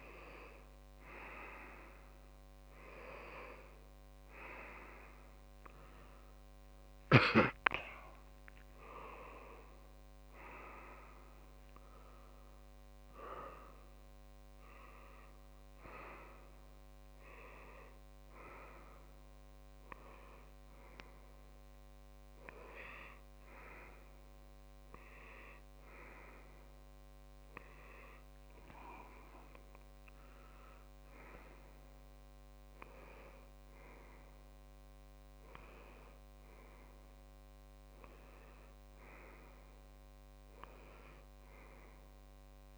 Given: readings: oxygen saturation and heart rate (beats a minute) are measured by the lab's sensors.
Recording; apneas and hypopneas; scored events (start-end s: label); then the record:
breathing in sleep by a microphone on the trachea; none
10.00-14.00 s: arousal
From the record:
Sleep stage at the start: N2 (light sleep); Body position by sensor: on the left side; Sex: male